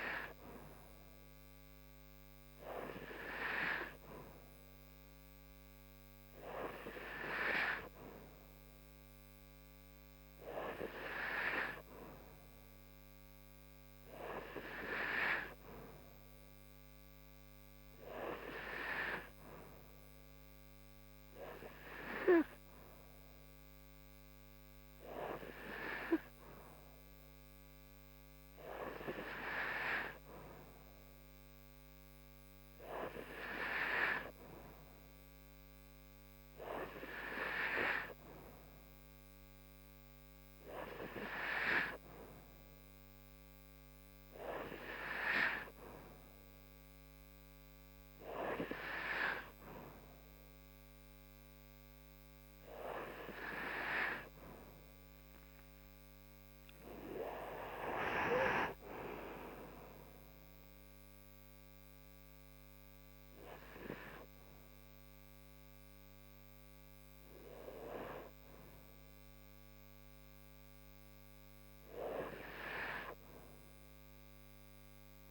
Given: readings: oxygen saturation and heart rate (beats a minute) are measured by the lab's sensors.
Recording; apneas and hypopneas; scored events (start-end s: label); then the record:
breathing in sleep by a microphone on the trachea; none
57.00-60.50 s: arousal
From the record:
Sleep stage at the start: N2 (light sleep); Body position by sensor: upright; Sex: female